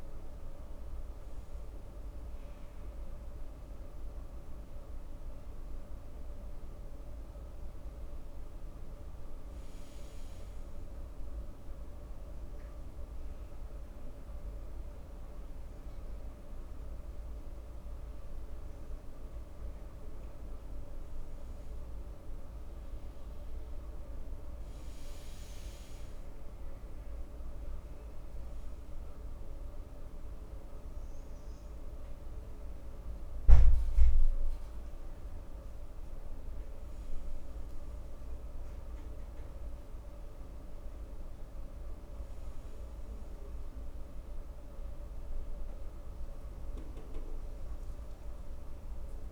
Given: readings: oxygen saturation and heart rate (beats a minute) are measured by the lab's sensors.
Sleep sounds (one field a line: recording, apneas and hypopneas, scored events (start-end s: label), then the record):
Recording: breathing in sleep, hard to hear, by a room microphone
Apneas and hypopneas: 1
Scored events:
11.50-21.50 s: obstructive apnea (oxygen 96% before, 93% lowest, heart rate 68 before, 63 extreme, up 5 after)
23.00-26.50 s: arousal
From the record:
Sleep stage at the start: N2 (light sleep)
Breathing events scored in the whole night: 169 in 4.5 hours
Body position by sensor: on the front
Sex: male